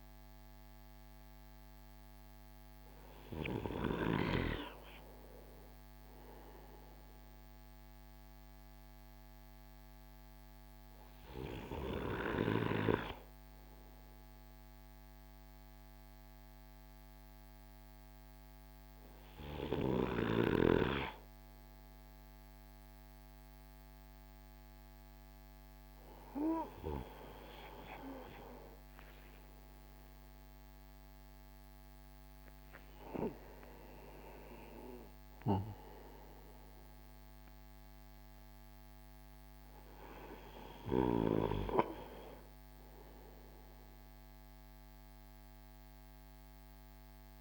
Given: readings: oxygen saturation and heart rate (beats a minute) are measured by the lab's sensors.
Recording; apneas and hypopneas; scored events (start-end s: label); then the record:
breathing in sleep by a microphone on the trachea; none
27.50-32.50 s: arousal
From the record:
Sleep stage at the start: N2 (light sleep); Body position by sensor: on the right side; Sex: male